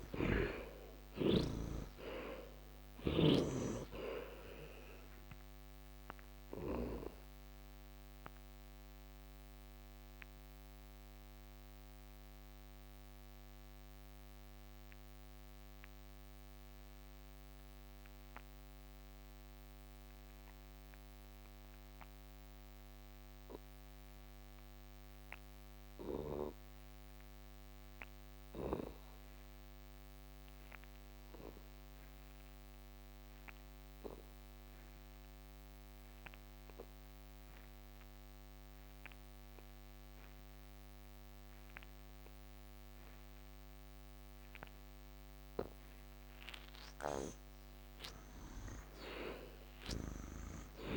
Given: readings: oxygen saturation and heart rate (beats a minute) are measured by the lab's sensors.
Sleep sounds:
breathing in sleep by a microphone on the trachea; 1
0.00-1.50 s: arousal
0.00-19.50 s: oxygen desaturation (device-marked, oxygen 56% lowest, heart rate 62 extreme)
5.50-45.50 s: mixed apnea (oxygen 84% before, 56% lowest, heart rate 78 before, 62 extreme, up 21 after)
28.50-50.97 s: oxygen desaturation (device-marked, oxygen 95% before, 57% lowest, heart rate 66 before, 64 extreme)
46.50-50.00 s: snoring (device-marked)
47.50-50.97 s: arousal
From the record:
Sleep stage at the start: N2 (light sleep); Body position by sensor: on the back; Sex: male

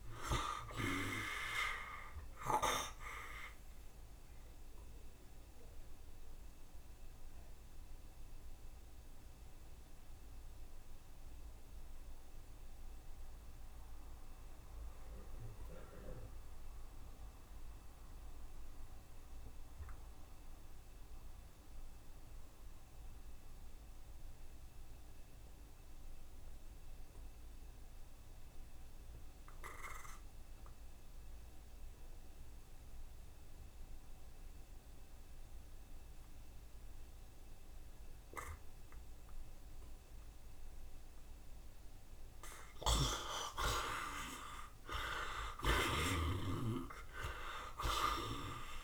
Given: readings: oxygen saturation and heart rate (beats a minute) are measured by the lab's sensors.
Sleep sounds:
breathing in sleep by a room microphone; 1
0.00-20.00 s: oxygen desaturation (device-marked, oxygen 54% lowest, heart rate 67 extreme)
5.00-42.00 s: mixed apnea (oxygen 64% before, 54% lowest, heart rate 76 before, 67 extreme, up 14 after)
16.00-18.00 s: long interval between heartbeats (device-marked, heart rate 76 before, 70 extreme)
27.00-48.84 s: oxygen desaturation (device-marked, oxygen 87% before, 56% lowest, heart rate 72 before, 68 extreme)
43.50-45.50 s: long interval between heartbeats (device-marked, heart rate 73 before, 83 extreme)
43.50-48.50 s: arousal
From the record:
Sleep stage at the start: N2 (light sleep); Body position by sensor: on the right side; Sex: male

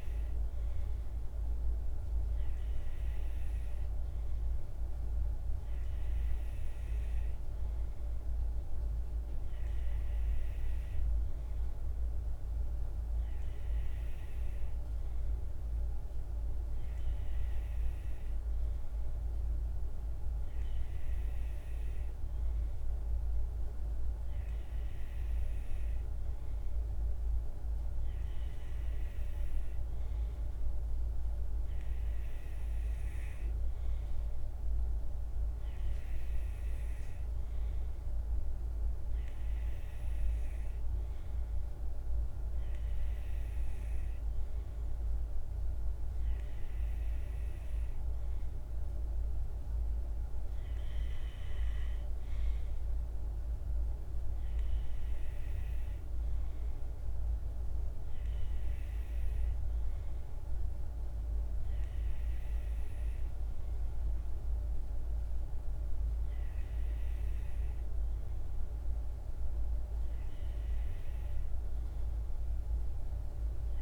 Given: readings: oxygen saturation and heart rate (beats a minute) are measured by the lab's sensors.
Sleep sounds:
breathing in sleep, hard to hear, by a room microphone; none
none scored
From the record:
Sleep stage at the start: N2 (light sleep); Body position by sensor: on the right side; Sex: male

